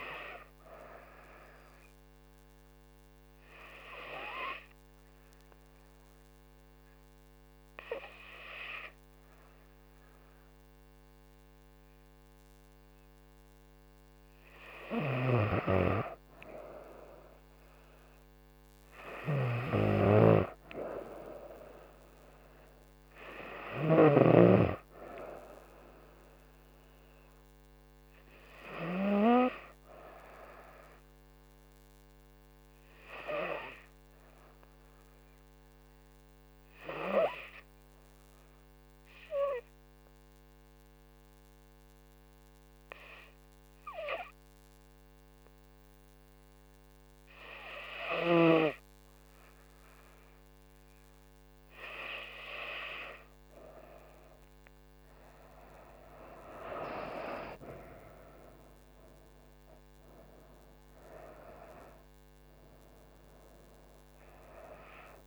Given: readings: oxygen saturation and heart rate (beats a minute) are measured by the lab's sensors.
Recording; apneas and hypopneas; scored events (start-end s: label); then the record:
breathing in sleep by a microphone on the trachea; 2
1.50-14.00 s: hypopnea (oxygen 98% before, 94% lowest, heart rate 67 before, 65 extreme, up 2 after)
3.00-11.00 s: oxygen desaturation (device-marked, oxygen 99% before, 96% lowest, heart rate 67 before, 65 extreme)
17.50-21.50 s: arousal
37.50-52.50 s: hypopnea (oxygen 97% before, 93% lowest, heart rate 67 before, 64 extreme, up 11 after)
55.50-59.00 s: arousal
From the record:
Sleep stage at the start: N2 (light sleep); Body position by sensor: on the right side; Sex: female